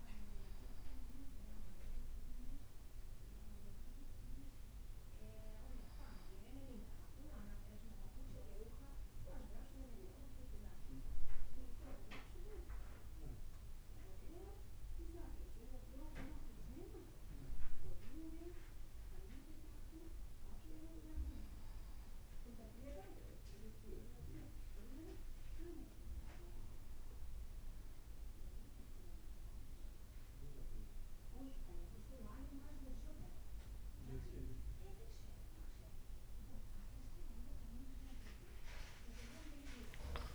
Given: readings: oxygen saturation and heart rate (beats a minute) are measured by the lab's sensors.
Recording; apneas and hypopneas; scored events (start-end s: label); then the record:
breathing in sleep by a room microphone; 1
8.00-27.00 s: hypopnea (oxygen 96% before, 93% lowest, heart rate 56 before, 56 extreme, up 6 after)
35.00-37.00 s: long interval between heartbeats (device-marked, heart rate 57 before, 63 extreme)
36.50-40.35 s: new sleep stage, N1 (lightest sleep)
From the record:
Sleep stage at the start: REM sleep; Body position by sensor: on the back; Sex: male